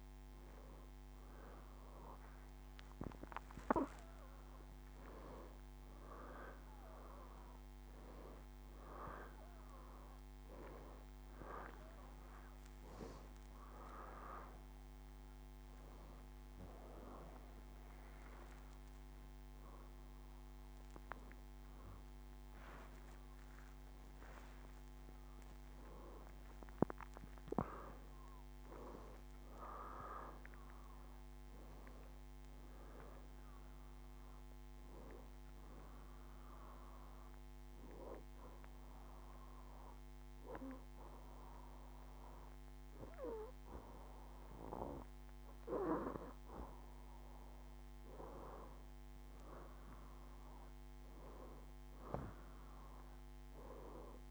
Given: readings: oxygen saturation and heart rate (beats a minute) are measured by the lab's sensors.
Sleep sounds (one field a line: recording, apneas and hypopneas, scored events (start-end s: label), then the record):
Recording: a person partly awake in a sleep study, by a microphone on the trachea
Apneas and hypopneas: 1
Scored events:
3.50-5.50 s: long interval between heartbeats (device-marked, heart rate 90 before, 104 extreme)
23.50-54.31 s: new sleep stage, N2 (light sleep)
38.00-48.50 s: obstructive apnea (oxygen 94% before, 88% lowest, heart rate 83 before, 71 extreme, up 8 after)
51.50-54.31 s: arousal
From the record:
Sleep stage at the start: awake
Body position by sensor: on the back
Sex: female